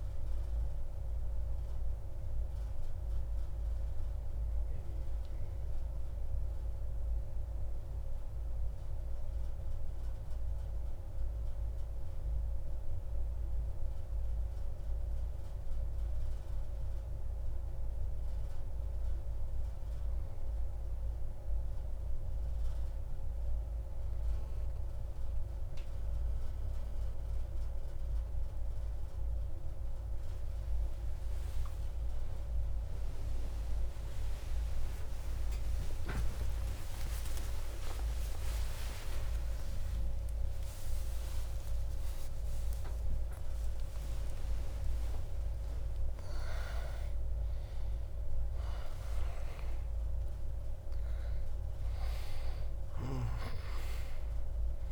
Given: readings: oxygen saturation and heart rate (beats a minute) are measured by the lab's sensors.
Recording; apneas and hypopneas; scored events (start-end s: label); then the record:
a person awake in a sleep study, by a room microphone; none
25.00-54.92 s: new sleep stage, awake
From the record:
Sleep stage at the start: N2 (light sleep); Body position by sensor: on the back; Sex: male